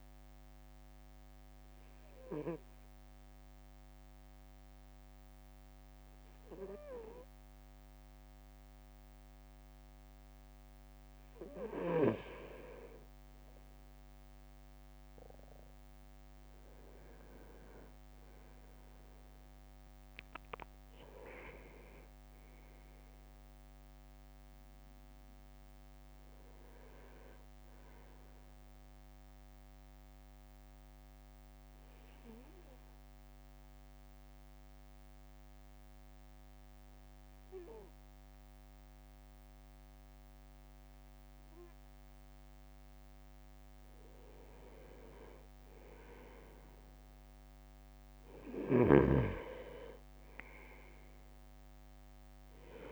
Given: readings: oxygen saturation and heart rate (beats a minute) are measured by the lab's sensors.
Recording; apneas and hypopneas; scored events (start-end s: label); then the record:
breathing in sleep by a microphone on the trachea; 2
0.00-4.00 s: drop in pulse transit time (device-marked, heart rate 53 extreme)
0.50-11.00 s: obstructive apnea (oxygen 99% before, 96% lowest, heart rate 56 before, 53 extreme, up 6 after)
15.50-19.50 s: arousal
18.00-31.00 s: drop in pulse transit time (device-marked, heart rate 55 before, 58 extreme)
30.00-43.50 s: obstructive apnea (oxygen 98% before, 96% lowest, heart rate 58 before, 53 extreme, up 5 after)
43.50-45.00 s: leg movement (device-marked)
46.00-49.00 s: arousal
46.00-52.92 s: drop in pulse transit time (device-marked, heart rate 58 before, 53 extreme)
50.00-51.50 s: leg movement (device-marked)
From the record:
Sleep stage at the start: N2 (light sleep); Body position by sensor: on the right side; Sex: male